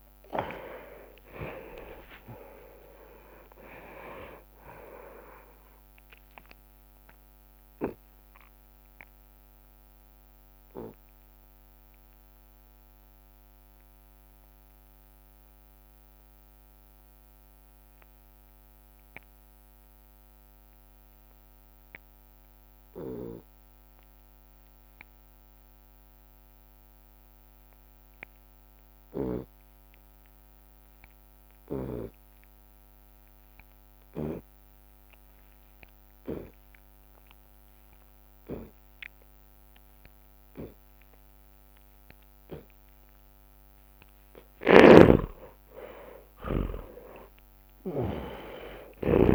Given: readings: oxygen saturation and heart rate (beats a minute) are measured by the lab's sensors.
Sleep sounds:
breathing in sleep by a microphone on the trachea; 1
0.00-2.00 s: arousal
0.00-8.00 s: drop in pulse transit time (device-marked, heart rate 128 extreme)
0.00-10.00 s: tachycardia (device-marked, heart rate 178 extreme)
2.50-4.50 s: long interval between heartbeats (device-marked, heart rate 127 before, 155 extreme)
4.50-6.50 s: long interval between heartbeats (device-marked, heart rate 134 before, 178 extreme)
7.50-43.00 s: obstructive apnea (oxygen 98% before, 84% lowest)
24.00-33.00 s: oxygen desaturation (device-marked, oxygen 97% before, 87% lowest, heart rate 100 before, 57 extreme)
32.00-34.00 s: long interval between heartbeats (device-marked, heart rate 54 before, 64 extreme)
32.00-49.35 s: tachycardia (device-marked, heart rate 82 before, 137 extreme)
35.00-37.00 s: long interval between heartbeats (device-marked, heart rate 56 before, 102 extreme)
41.00-43.00 s: long interval between heartbeats (device-marked, heart rate 82 before, 119 extreme)
43.00-45.00 s: long interval between heartbeats (device-marked, heart rate 88 before, 119 extreme)
44.50-48.50 s: snoring (device-marked)
45.00-49.35 s: arousal
47.00-49.00 s: long interval between heartbeats (device-marked, heart rate 99 before, 111 extreme)
From the record:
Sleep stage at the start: N2 (light sleep); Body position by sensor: on the left side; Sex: male

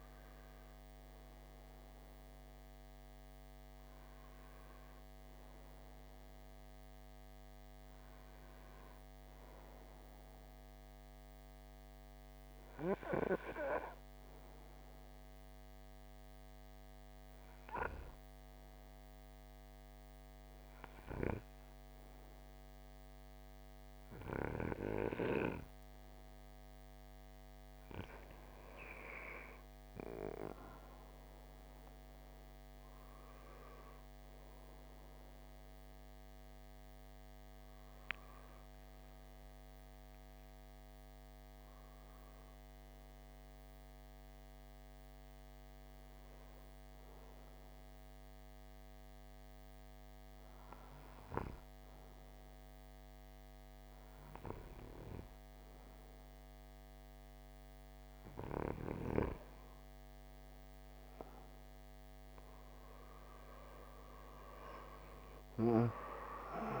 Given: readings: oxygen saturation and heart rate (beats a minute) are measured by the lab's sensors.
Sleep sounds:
breathing in sleep by a microphone on the trachea; 2
0.00-16.00 s: oxygen desaturation (device-marked, oxygen 91% lowest)
14.00-27.50 s: obstructive apnea (oxygen 95% before, 91% lowest)
30.00-34.00 s: arousal
33.00-58.00 s: oxygen desaturation (device-marked, oxygen 96% before, 91% lowest)
47.50-58.50 s: obstructive apnea (oxygen 96% before, 91% lowest)
60.00-64.00 s: arousal
From the record:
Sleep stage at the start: N2 (light sleep); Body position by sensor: on the right side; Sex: male

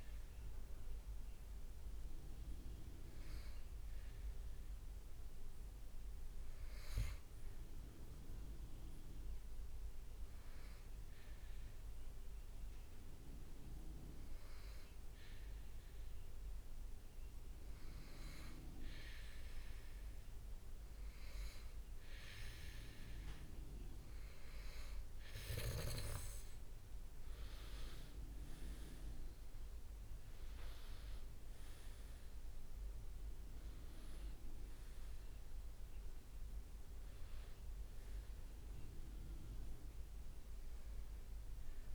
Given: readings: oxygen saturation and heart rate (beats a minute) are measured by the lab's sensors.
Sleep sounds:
breathing in sleep by a room microphone; 1
0.00-6.00 s: leg movement (device-marked)
6.00-9.00 s: arousal
7.00-10.00 s: leg movement (device-marked)
12.50-22.50 s: hypopnea (oxygen 99% before, 95% lowest, heart rate 69 before, 63 extreme, up 5 after)
18.50-27.00 s: leg movement (device-marked)
25.00-27.50 s: arousal
29.00-32.00 s: leg movement (device-marked)
32.50-35.50 s: leg movement (device-marked)
40.00-41.95 s: leg movement (device-marked)
From the record:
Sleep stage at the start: N2 (light sleep); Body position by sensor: on the back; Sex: male

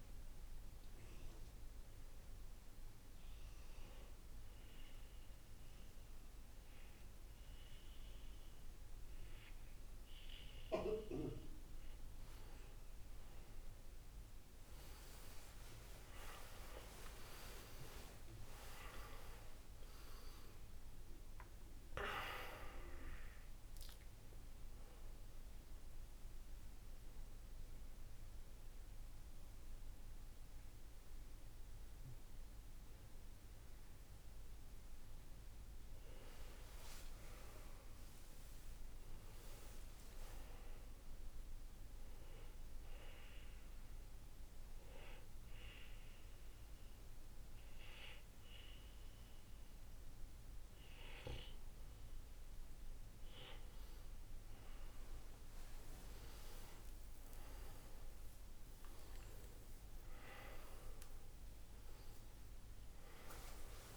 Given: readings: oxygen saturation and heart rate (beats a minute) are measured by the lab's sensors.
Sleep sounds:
breathing in sleep by a room microphone; 3
0.00-12.50 s: oxygen desaturation (device-marked, oxygen 93% lowest, heart rate 54 extreme)
2.00-12.00 s: obstructive apnea (oxygen 98% before, 92% lowest, heart rate 68 before, 54 extreme, up 24 after)
15.00-19.00 s: arousal
20.50-31.50 s: oxygen desaturation (device-marked, oxygen 97% before, 92% lowest, heart rate 64 before, 52 extreme)
25.00-35.00 s: obstructive apnea (oxygen 98% before, 92% lowest, heart rate 66 before, 52 extreme, up 10 after)
37.00-40.00 s: arousal
42.00-53.50 s: obstructive apnea (oxygen 98% before, 91% lowest, heart rate 69 before, 52 extreme, up 18 after)
59.50-63.97 s: arousal
60.50-63.97 s: oxygen desaturation (device-marked, oxygen 96% before, 93% lowest, heart rate 62 before, 63 extreme)
From the record:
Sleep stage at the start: N2 (light sleep); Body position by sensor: on the back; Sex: male

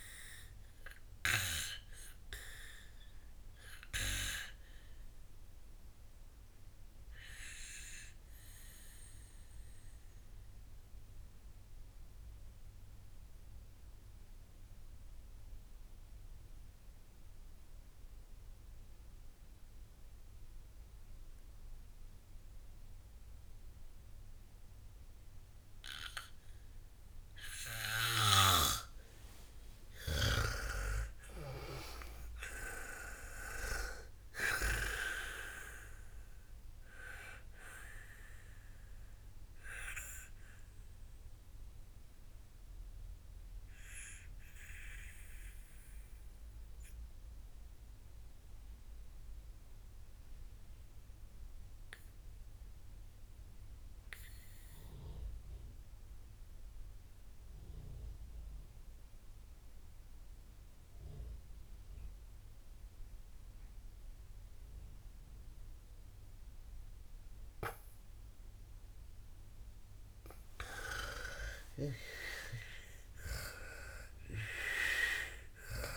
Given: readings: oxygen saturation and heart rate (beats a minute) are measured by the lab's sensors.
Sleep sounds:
breathing in sleep by a room microphone; 2
0.00-19.00 s: oxygen desaturation (device-marked, oxygen 92% lowest, heart rate 51 extreme)
2.00-30.50 s: obstructive apnea (oxygen 98% before, 90% lowest, heart rate 65 before, 49 extreme)
29.00-61.00 s: oxygen desaturation (device-marked, oxygen 98% before, 90% lowest, heart rate 52 before, 49 extreme)
29.50-36.00 s: snoring (device-marked)
31.50-35.00 s: arousal
40.50-70.00 s: mixed apnea (oxygen 98% before, 89% lowest, heart rate 81 before, 49 extreme, up 44 after)
71.00-75.97 s: arousal
74.00-75.97 s: oxygen desaturation (device-marked, oxygen 98% before, 91% lowest, heart rate 56 before, 49 extreme)
From the record:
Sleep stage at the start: N2 (light sleep); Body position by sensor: on the back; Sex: female

